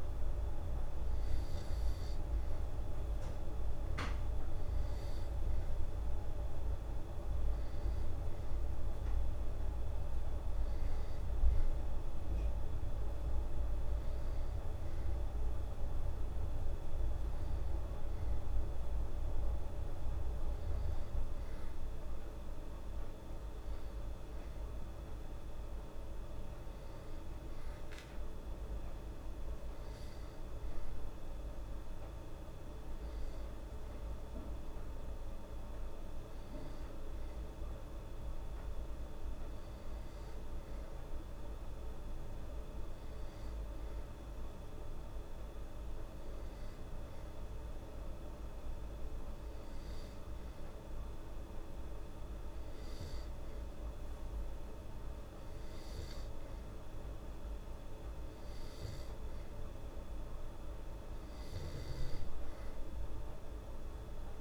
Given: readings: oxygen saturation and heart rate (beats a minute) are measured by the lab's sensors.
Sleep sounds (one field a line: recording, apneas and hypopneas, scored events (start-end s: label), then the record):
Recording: breathing in sleep, hard to hear, by a room microphone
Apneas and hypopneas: none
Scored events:
none scored
From the record:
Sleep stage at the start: N2 (light sleep)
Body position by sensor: on the back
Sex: female